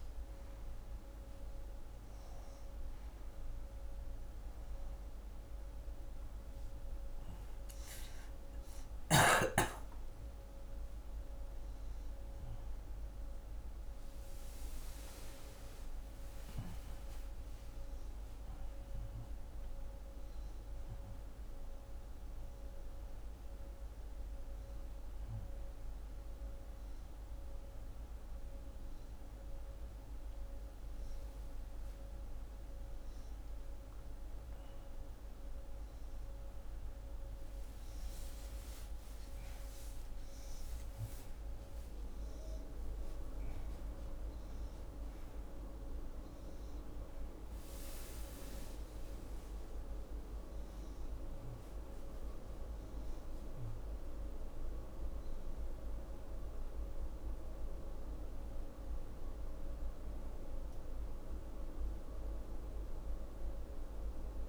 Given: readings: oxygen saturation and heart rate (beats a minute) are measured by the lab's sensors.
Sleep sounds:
a person awake in a sleep study, hard to hear, by a room microphone; none
53.00-64.49 s: new sleep stage, N1 (lightest sleep)
From the record:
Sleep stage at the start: awake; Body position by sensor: on the left side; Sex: female

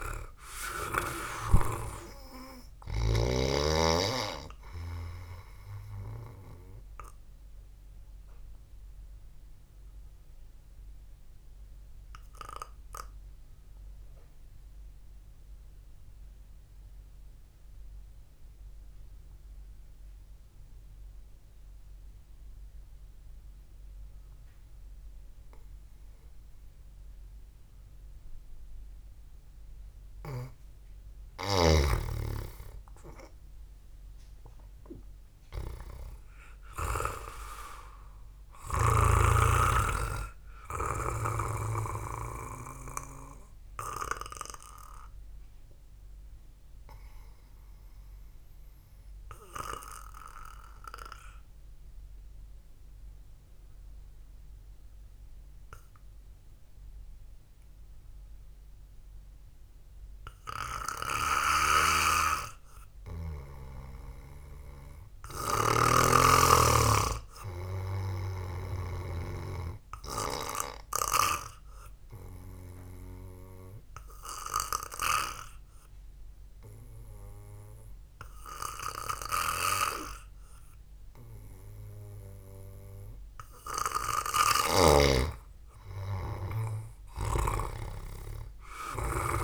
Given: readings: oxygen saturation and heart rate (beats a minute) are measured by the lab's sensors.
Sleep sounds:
breathing in sleep by a room microphone; 3
0.00-1.00 s: arousal
0.00-24.00 s: oxygen desaturation (device-marked, oxygen 90% lowest, heart rate 60 extreme)
9.00-31.00 s: mixed apnea (oxygen 98% before, 90% lowest, heart rate 63 before, 64 extreme, up 3 after)
31.00-38.00 s: oxygen desaturation (device-marked, oxygen 98% before, 94% lowest, heart rate 68 before, 66 extreme)
33.00-37.50 s: arousal
40.00-45.00 s: oxygen desaturation (device-marked, oxygen 96% before, 92% lowest, heart rate 67 before, 62 extreme)
46.50-62.50 s: obstructive apnea (oxygen 98% before, 90% lowest, heart rate 68 before, 61 extreme, up 0 after)
54.00-60.00 s: oxygen desaturation (device-marked, oxygen 93% before, 90% lowest, heart rate 70 before, 61 extreme)
62.50-66.50 s: snoring (device-marked)
64.50-68.50 s: arousal
69.00-89.44 s: oxygen desaturation (device-marked, oxygen 99% before, 93% lowest, heart rate 68 before, 62 extreme)
73.50-85.00 s: hypopnea (oxygen 99% before, 93% lowest, heart rate 66 before, 65 extreme, up 8 after)
87.00-89.44 s: arousal
88.00-89.44 s: snoring (device-marked)
From the record:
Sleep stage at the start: N2 (light sleep); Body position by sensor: on the back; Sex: male

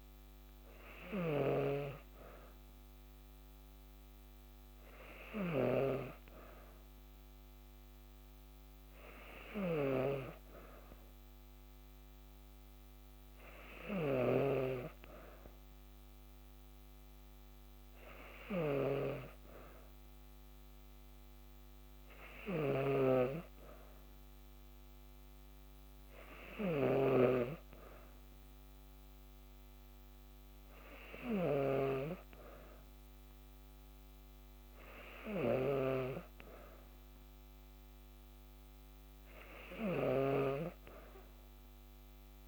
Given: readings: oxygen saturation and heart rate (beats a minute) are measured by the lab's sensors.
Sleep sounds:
breathing in sleep by a microphone on the trachea; none
0.00-1.00 s: snoring (device-marked)
9.00-27.00 s: snoring (device-marked)
39.50-42.48 s: snoring (device-marked)
From the record:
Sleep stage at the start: N2 (light sleep); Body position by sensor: on the back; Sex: female

